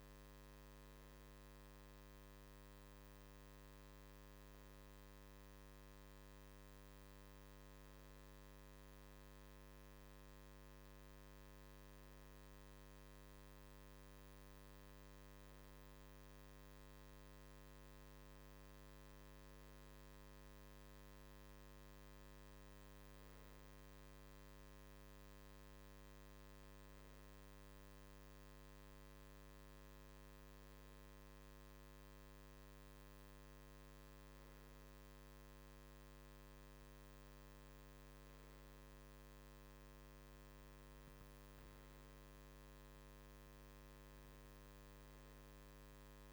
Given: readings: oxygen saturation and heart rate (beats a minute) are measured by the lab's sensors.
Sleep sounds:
breathing in sleep, hard to hear, by a microphone on the trachea; none
45.00-46.33 s: arousal
From the record:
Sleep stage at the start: N2 (light sleep); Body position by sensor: on the right side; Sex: male

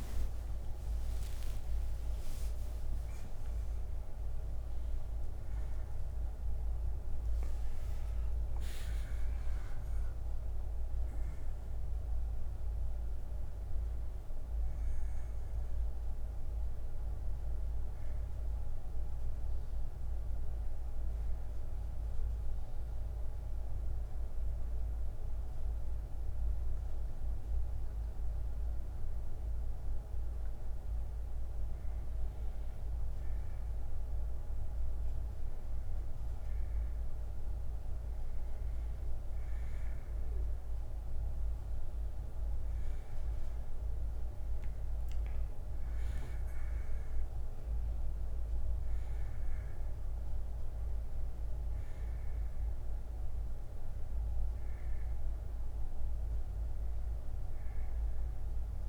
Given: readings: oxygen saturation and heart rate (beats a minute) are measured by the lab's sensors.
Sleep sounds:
a person partly awake in a sleep study, hard to hear, by a room microphone; 1
0.50-58.88 s: new sleep stage, N1 (lightest sleep)
8.50-10.50 s: bradycardia (device-marked, heart rate 68 before, 61 extreme)
11.50-26.50 s: bradycardia (device-marked, heart rate 68 before, 51 extreme)
20.00-31.50 s: obstructive apnea (oxygen 95% before, 89% lowest, heart rate 65 before, 41 extreme, up 10 after)
33.50-58.50 s: oxygen desaturation (device-marked, oxygen 95% before, 89% lowest, heart rate 56 before, 41 extreme)
34.50-38.00 s: arousal
39.50-57.50 s: bradycardia (device-marked, heart rate 67 before, 41 extreme)
From the record:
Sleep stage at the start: awake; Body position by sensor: on the back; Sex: male

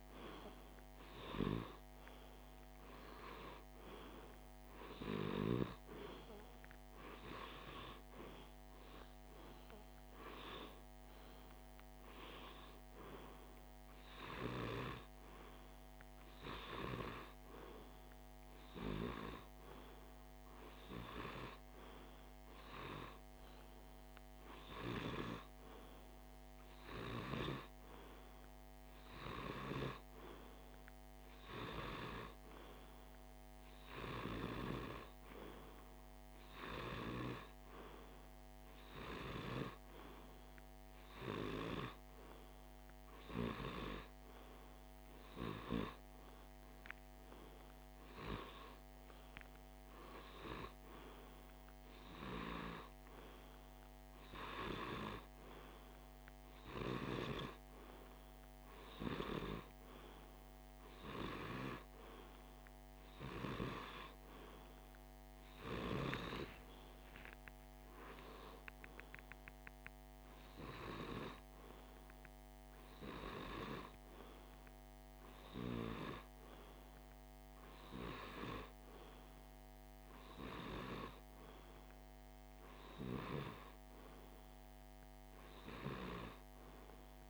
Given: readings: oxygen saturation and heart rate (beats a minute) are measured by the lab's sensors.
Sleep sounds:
breathing in sleep by a microphone on the trachea; none
none scored
From the record:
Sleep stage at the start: REM sleep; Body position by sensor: on the left side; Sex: male

